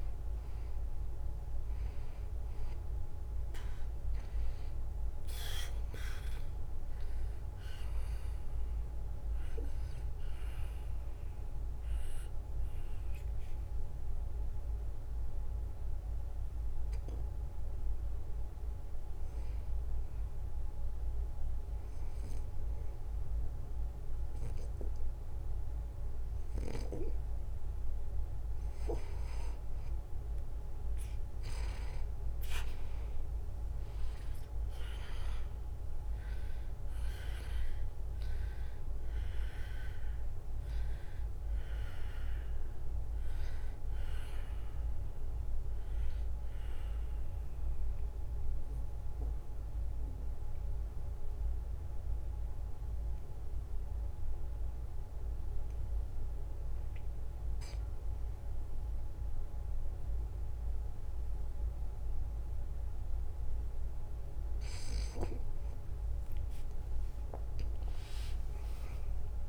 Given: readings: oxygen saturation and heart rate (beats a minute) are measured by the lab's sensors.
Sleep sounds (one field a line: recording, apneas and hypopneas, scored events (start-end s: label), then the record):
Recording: breathing in sleep by a room microphone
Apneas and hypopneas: 2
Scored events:
0.00-1.00 s: arousal
8.00-19.50 s: obstructive apnea (oxygen 94% before, 89% lowest, heart rate 73 before, 70 extreme, up 1 after)
26.50-32.00 s: snoring (device-marked)
27.00-31.00 s: arousal
31.50-55.50 s: oxygen desaturation (device-marked, oxygen 94% before, 90% lowest, heart rate 73 before, 71 extreme)
47.00-64.00 s: obstructive apnea (oxygen 94% before, 87% lowest, heart rate 74 before, 71 extreme, up 3 after)
66.50-69.49 s: oxygen desaturation (device-marked, oxygen 95% before, 87% lowest, heart rate 73 before, 71 extreme)
67.00-69.49 s: arousal
From the record:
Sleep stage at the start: N2 (light sleep)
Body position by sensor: on the back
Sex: male